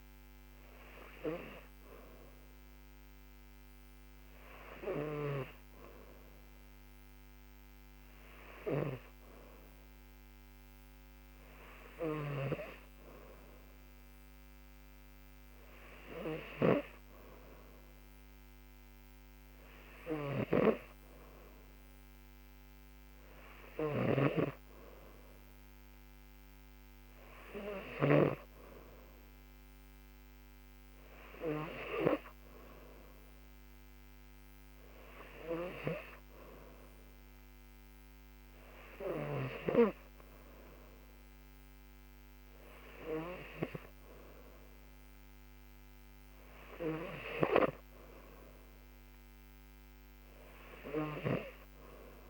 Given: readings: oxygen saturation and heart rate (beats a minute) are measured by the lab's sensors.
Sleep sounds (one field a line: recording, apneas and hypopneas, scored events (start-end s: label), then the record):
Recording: breathing in sleep by a microphone on the trachea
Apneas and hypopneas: none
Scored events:
20.00-28.50 s: snoring (device-marked)
From the record:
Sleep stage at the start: N3 (deep sleep)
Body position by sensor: on the back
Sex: female